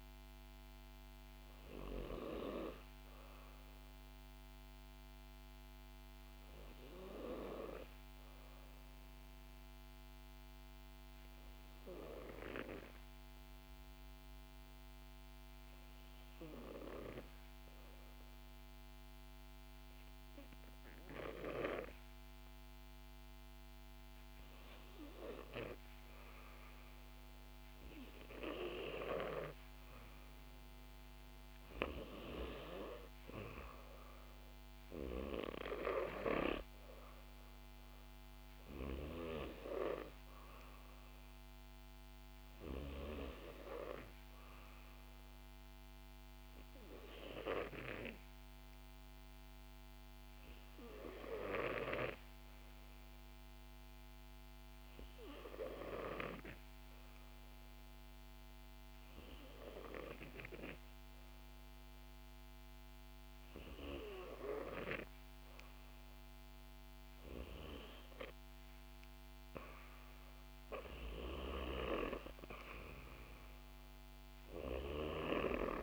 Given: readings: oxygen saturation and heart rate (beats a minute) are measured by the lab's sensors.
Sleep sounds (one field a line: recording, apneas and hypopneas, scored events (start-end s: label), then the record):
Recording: breathing in sleep by a microphone on the trachea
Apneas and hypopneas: 2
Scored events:
0.00-10.00 s: oxygen desaturation (device-marked, oxygen 92% lowest, heart rate 60 extreme)
7.50-24.00 s: obstructive apnea (oxygen 95% before, 91% lowest, heart rate 65 before, 61 extreme, up 7 after)
26.00-52.00 s: oxygen desaturation (device-marked, oxygen 96% before, 91% lowest, heart rate 62 before, 62 extreme)
27.00-31.00 s: arousal
46.50-66.50 s: obstructive apnea (oxygen 96% before, 89% lowest, heart rate 67 before, 63 extreme, up 3 after)
70.00-75.50 s: arousal
From the record:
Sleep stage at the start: N2 (light sleep)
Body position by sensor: on the back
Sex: female